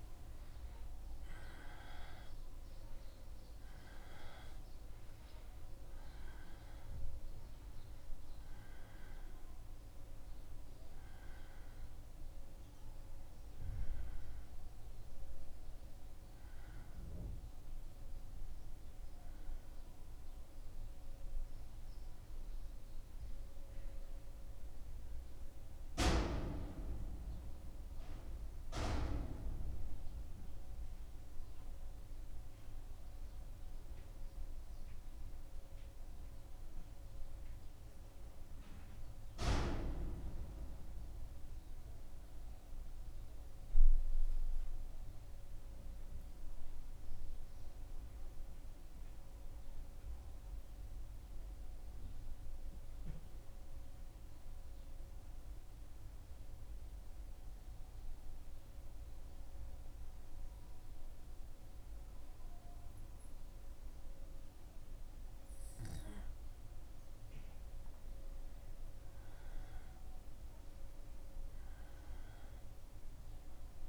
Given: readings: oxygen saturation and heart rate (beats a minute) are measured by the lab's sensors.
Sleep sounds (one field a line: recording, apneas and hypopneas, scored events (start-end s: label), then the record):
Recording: breathing in sleep by a room microphone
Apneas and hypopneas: 1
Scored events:
10.50-40.50 s: new sleep stage, N1 (lightest sleep)
27.00-30.50 s: arousal
40.50-73.89 s: new sleep stage, N2 (light sleep)
43.00-65.50 s: mixed apnea (oxygen 97% before, 93% lowest, heart rate 76 before, 77 extreme, up 0 after)
70.50-73.89 s: arousal
From the record:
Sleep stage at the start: N2 (light sleep)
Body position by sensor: on the back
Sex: male